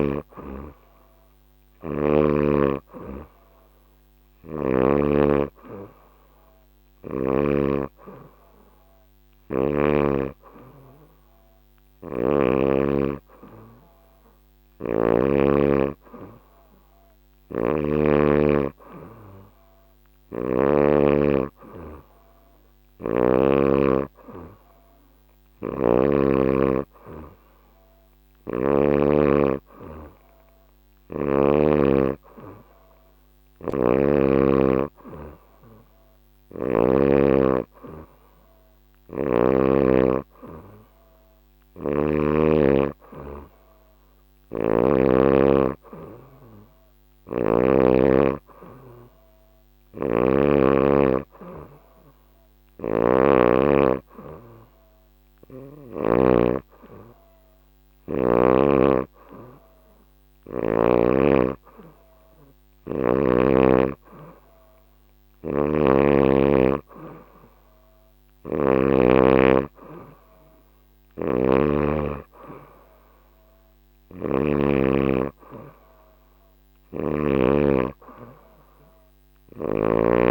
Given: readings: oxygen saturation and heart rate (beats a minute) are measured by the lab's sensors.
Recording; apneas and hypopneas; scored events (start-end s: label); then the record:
breathing in sleep by a microphone on the trachea; none
11.50-15.00 s: snoring (device-marked)
17.00-20.50 s: snoring (device-marked)
25.00-28.50 s: snoring (device-marked)
33.00-36.50 s: snoring (device-marked)
41.00-44.50 s: snoring (device-marked)
46.50-56.00 s: snoring (device-marked)
70.50-77.00 s: snoring (device-marked)
From the record:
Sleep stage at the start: N3 (deep sleep); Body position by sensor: on the back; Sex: female